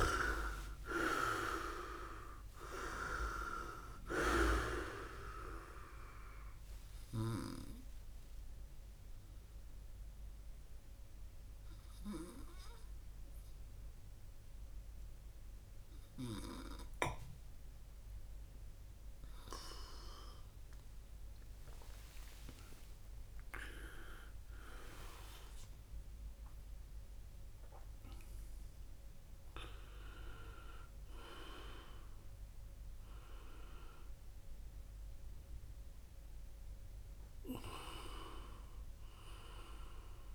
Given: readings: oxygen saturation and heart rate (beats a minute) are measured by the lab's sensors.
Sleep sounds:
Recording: breathing in sleep by a room microphone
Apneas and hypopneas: 1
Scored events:
6.50-19.50 s: obstructive apnea (oxygen 99% before, 95% lowest)
21.00-26.00 s: arousal
From the record:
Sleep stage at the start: N2 (light sleep)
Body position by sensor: on the right side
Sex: male

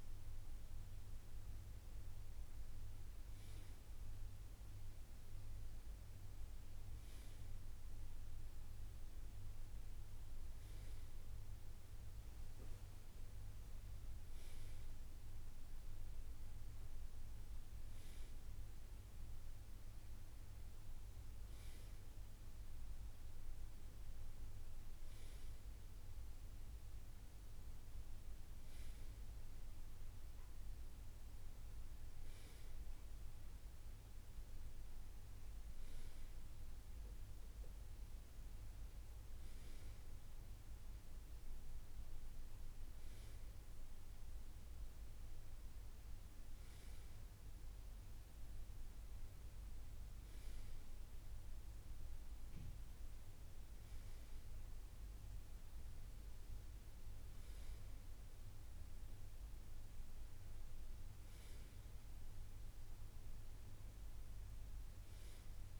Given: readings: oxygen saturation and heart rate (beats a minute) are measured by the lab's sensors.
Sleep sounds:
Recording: breathing in sleep, hard to hear, by a room microphone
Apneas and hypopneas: none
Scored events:
none scored
From the record:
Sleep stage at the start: N2 (light sleep)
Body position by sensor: on the right side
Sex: male

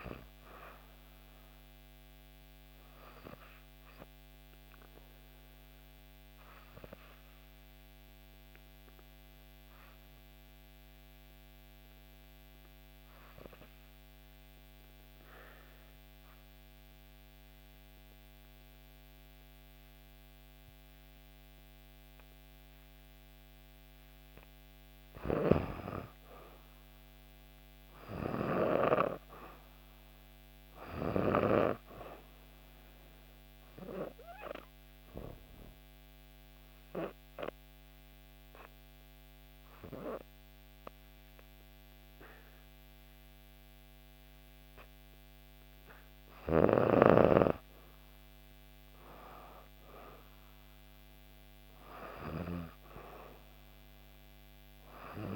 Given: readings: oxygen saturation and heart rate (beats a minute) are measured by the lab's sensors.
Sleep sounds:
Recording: breathing in sleep by a microphone on the trachea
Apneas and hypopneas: 2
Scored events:
3.50-24.00 s: obstructive apnea (oxygen 97% before, 92% lowest, heart rate 65 before, 63 extreme, up 2 after)
25.00-28.50 s: arousal
26.50-45.50 s: oxygen desaturation (device-marked, oxygen 97% before, 92% lowest, heart rate 65 before, 63 extreme)
32.50-45.00 s: obstructive apnea (oxygen 97% before, 92% lowest, heart rate 65 before, 63 extreme, up 4 after)
47.50-51.50 s: arousal
From the record:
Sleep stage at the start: N2 (light sleep)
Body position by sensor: on the back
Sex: female

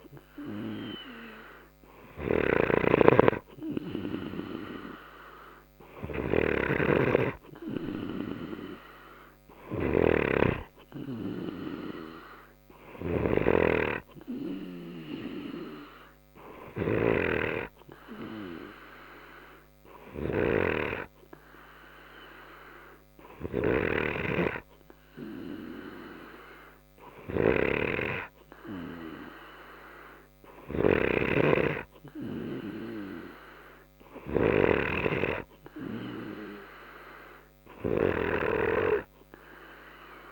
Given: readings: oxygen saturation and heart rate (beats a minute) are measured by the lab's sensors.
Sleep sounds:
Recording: breathing in sleep by a microphone on the trachea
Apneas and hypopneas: none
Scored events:
0.00-17.00 s: snoring (device-marked)
From the record:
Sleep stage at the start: N2 (light sleep)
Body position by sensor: on the back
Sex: male

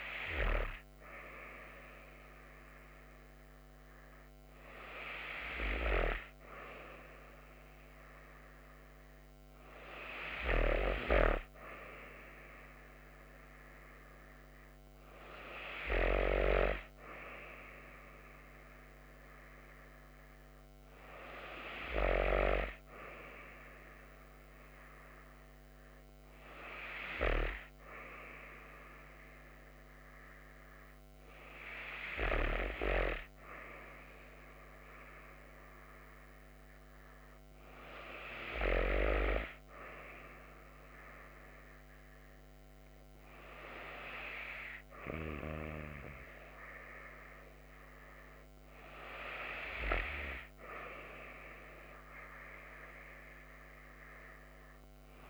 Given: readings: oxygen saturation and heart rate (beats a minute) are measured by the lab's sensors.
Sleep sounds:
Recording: breathing in sleep by a microphone on the trachea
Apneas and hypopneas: none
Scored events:
none scored
From the record:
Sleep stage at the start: N2 (light sleep)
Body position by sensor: on the back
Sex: female

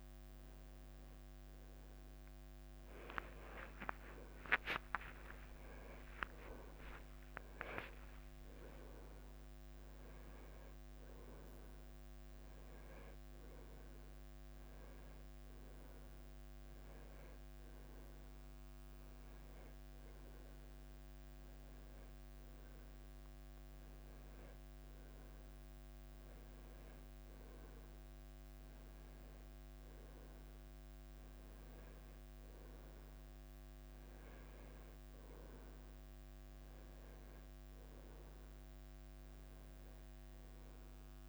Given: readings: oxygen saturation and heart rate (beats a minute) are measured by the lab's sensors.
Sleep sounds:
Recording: a person awake in a sleep study, by a microphone on the trachea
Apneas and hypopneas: none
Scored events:
5.50-13.50 s: tachycardia (device-marked, heart rate 92 before, 102 extreme)
From the record:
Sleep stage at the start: awake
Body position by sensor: on the right side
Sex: male

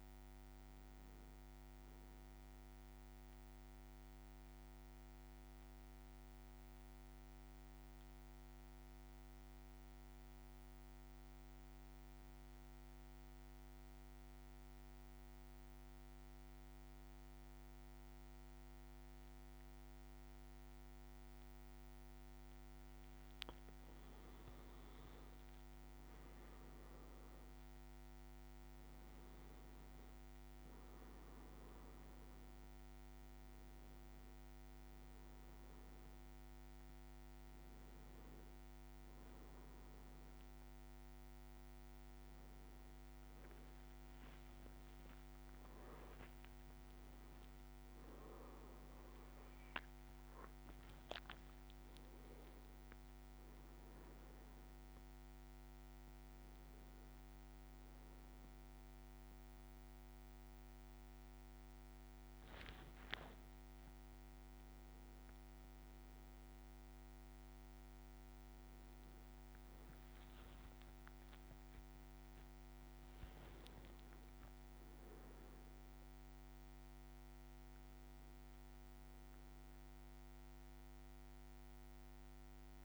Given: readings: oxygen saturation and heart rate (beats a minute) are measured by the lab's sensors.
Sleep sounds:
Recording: a person awake in a sleep study, hard to hear, by a microphone on the trachea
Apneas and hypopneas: 1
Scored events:
3.00-23.00 s: mixed apnea (oxygen 98% before, 94% lowest, heart rate 57 before, 52 extreme, up 6 after)
17.50-77.50 s: new sleep stage, awake
28.50-62.50 s: oxygen desaturation (device-marked, oxygen 99% before, 94% lowest, heart rate 54 before, 54 extreme)
77.50-82.84 s: new sleep stage, N1 (lightest sleep)
From the record:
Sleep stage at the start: N2 (light sleep)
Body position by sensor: on the back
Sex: male

